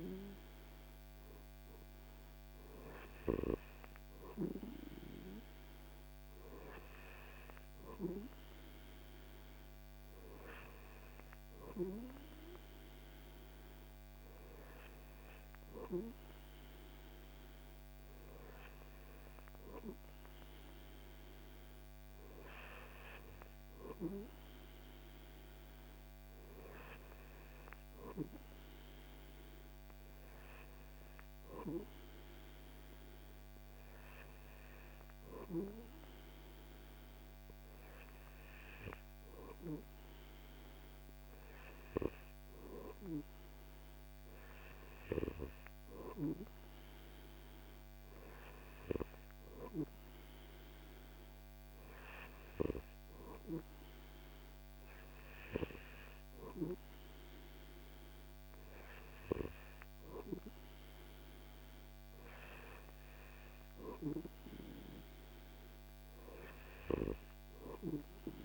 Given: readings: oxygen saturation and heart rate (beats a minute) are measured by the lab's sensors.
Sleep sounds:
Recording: breathing in sleep by a microphone on the trachea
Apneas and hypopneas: none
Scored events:
none scored
From the record:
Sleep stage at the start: N2 (light sleep)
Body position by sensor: on the back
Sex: male

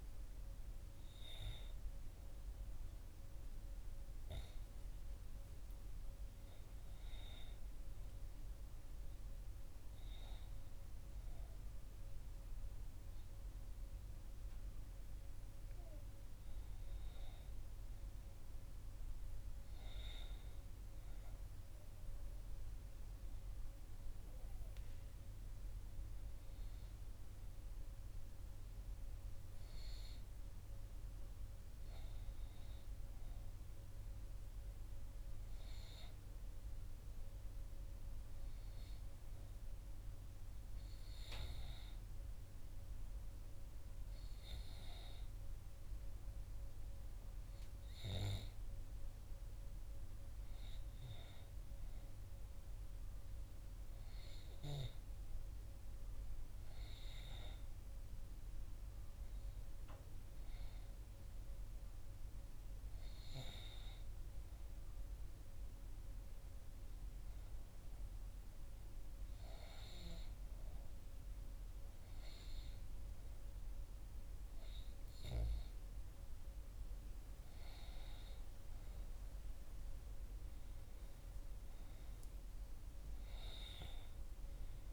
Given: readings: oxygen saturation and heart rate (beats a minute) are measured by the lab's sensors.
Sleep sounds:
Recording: breathing in sleep by a room microphone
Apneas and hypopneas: 2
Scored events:
0.00-10.00 s: oxygen desaturation (device-marked, oxygen 95% before, 91% lowest, heart rate 61 before, 61 extreme)
24.50-28.50 s: arousal
33.00-44.50 s: hypopnea (oxygen 93% before, 91% lowest, heart rate 61 before, 60 extreme, up 1 after)
46.50-50.00 s: arousal
66.00-76.00 s: hypopnea (oxygen 93% before, 88% lowest, heart rate 61 before, 60 extreme, up 2 after)
78.00-81.50 s: arousal
From the record:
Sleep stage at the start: N2 (light sleep)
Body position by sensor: on the right side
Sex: female

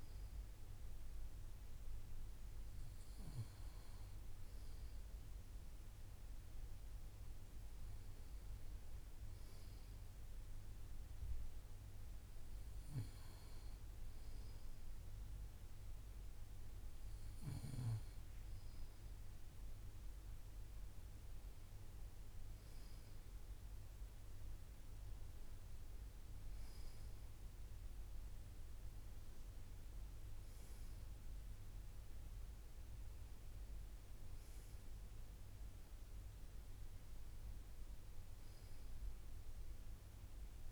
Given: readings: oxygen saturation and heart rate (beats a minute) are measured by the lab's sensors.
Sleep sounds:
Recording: breathing in sleep, hard to hear, by a room microphone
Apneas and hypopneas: none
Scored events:
none scored
From the record:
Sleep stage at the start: N2 (light sleep)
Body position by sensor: on the right side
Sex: male

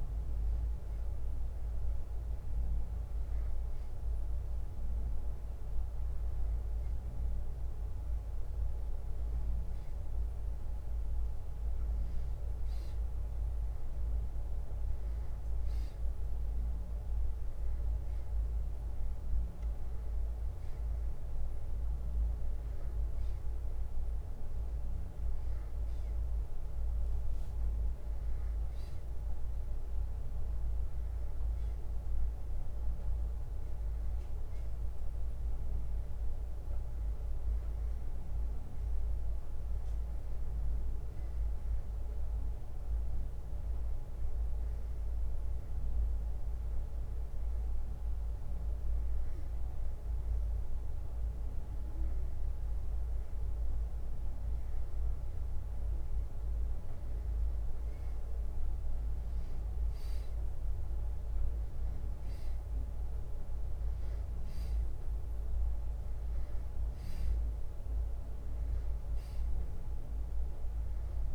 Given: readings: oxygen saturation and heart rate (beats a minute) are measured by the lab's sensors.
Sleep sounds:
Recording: breathing in sleep, hard to hear, by a room microphone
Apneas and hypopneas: 1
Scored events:
0.00-2.50 s: bradycardia (device-marked, heart rate 59 extreme)
31.50-36.50 s: arousal
42.50-53.50 s: hypopnea (oxygen 96% before, 93% lowest, heart rate 64 before, 57 extreme, up 5 after)
60.00-65.00 s: arousal
From the record:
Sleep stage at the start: N2 (light sleep)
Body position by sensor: on the back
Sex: male

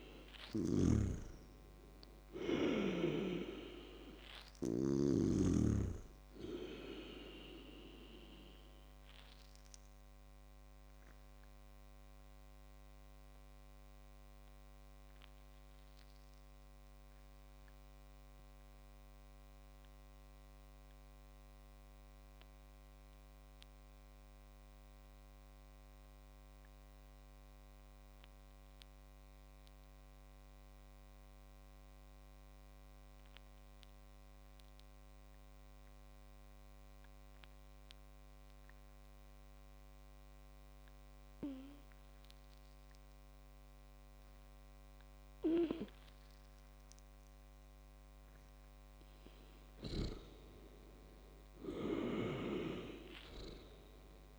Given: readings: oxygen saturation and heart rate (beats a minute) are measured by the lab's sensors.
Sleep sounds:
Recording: breathing in sleep by a microphone on the trachea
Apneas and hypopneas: 1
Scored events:
0.00-5.00 s: snoring (device-marked)
0.50-5.00 s: arousal
9.50-48.50 s: obstructive apnea (oxygen 100% before, 95% lowest, heart rate 71 before, 49 extreme)
50.50-54.39 s: arousal
51.00-54.39 s: oxygen desaturation (device-marked, oxygen 99% before, 95% lowest, heart rate 63 before, 51 extreme)
From the record:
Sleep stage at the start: N2 (light sleep)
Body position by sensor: on the back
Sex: male

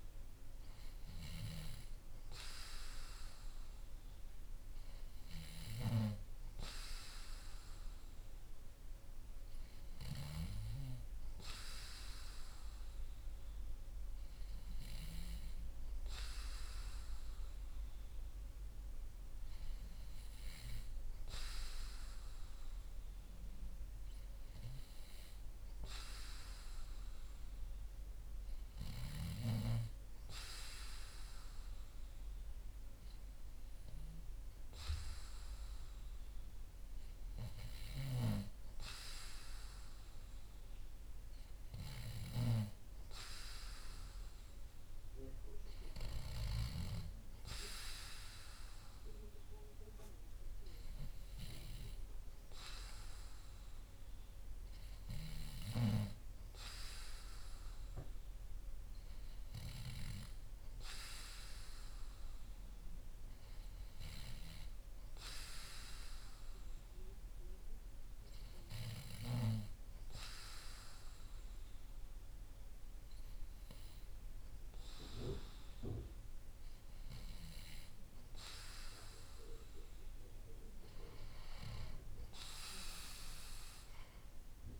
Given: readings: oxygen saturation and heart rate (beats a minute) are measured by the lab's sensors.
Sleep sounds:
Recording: breathing in sleep by a room microphone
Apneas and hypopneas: none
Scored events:
none scored
From the record:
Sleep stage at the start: N2 (light sleep)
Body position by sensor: on the back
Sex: male

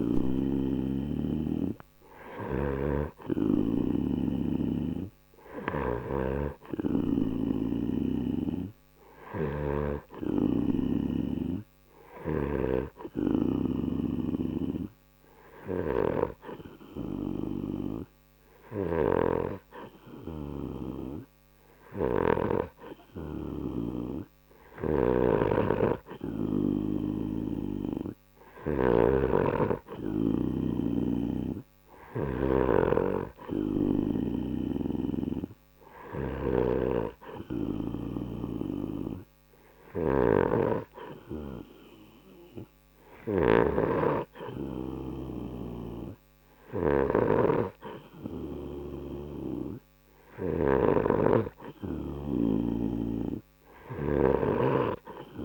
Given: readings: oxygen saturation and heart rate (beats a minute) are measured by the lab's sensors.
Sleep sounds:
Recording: breathing in sleep by a microphone on the trachea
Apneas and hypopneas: none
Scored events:
2.50-6.00 s: snoring (device-marked)
24.50-55.45 s: snoring (device-marked)
From the record:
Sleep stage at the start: N2 (light sleep)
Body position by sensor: on the right side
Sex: male

